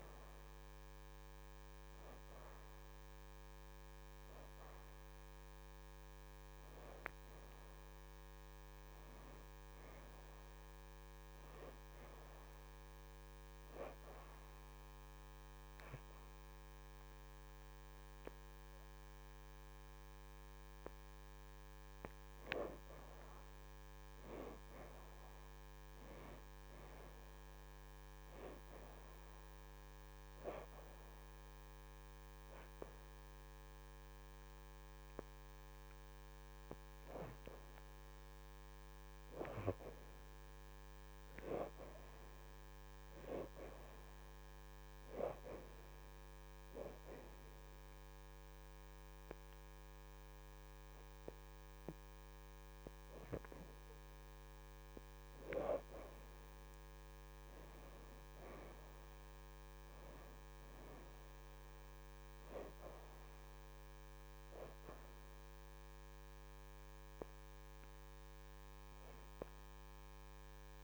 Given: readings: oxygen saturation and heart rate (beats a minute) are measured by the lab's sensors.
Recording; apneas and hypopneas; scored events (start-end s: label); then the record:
breathing in sleep by a microphone on the trachea; 2
6.00-9.50 s: arousal
13.50-23.50 s: obstructive apnea (oxygen 80% before, 62% lowest, heart rate 81 before, 79 extreme, up 5 after)
18.50-26.50 s: oxygen desaturation (device-marked, oxygen 80% before, 73% lowest, heart rate 81 before, 79 extreme)
25.00-28.50 s: arousal
31.50-43.50 s: oxygen desaturation (device-marked, oxygen 80% before, 66% lowest, heart rate 82 before, 79 extreme)
45.50-58.50 s: oxygen desaturation (device-marked, oxygen 82% before, 69% lowest, heart rate 82 before, 77 extreme)
46.50-56.50 s: hypopnea (oxygen 82% before, 62% lowest, heart rate 82 before, 77 extreme, up 3 after)
57.50-61.00 s: arousal
63.50-70.84 s: oxygen desaturation (device-marked, oxygen 77% before, 62% lowest, heart rate 83 before, 77 extreme)
From the record:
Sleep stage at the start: N2 (light sleep); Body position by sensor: on the back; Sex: female